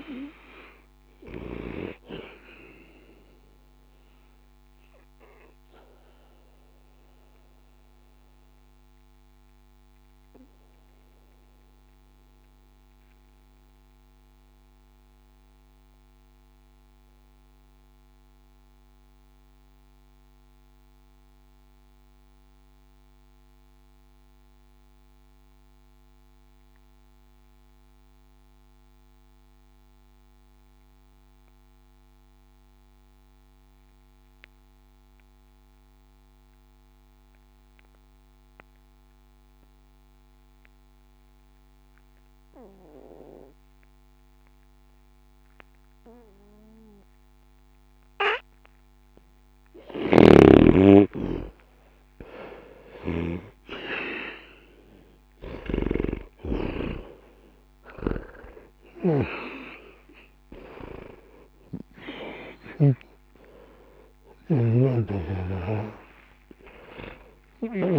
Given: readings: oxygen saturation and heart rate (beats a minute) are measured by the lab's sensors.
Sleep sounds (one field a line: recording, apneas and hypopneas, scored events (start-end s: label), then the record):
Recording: breathing in sleep by a microphone on the trachea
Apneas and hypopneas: 1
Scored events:
0.00-25.50 s: oxygen desaturation (device-marked, oxygen 76% lowest, heart rate 59 extreme)
2.50-48.00 s: mixed apnea (oxygen 97% before, 76% lowest, heart rate 114 before, 60 extreme, up 0 after)
44.50-67.99 s: oxygen desaturation (device-marked, oxygen 98% before, 76% lowest, heart rate 60 before, 59 extreme)
49.50-63.00 s: snoring (device-marked)
50.50-53.50 s: arousal
From the record:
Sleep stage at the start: N2 (light sleep)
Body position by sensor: on the back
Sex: male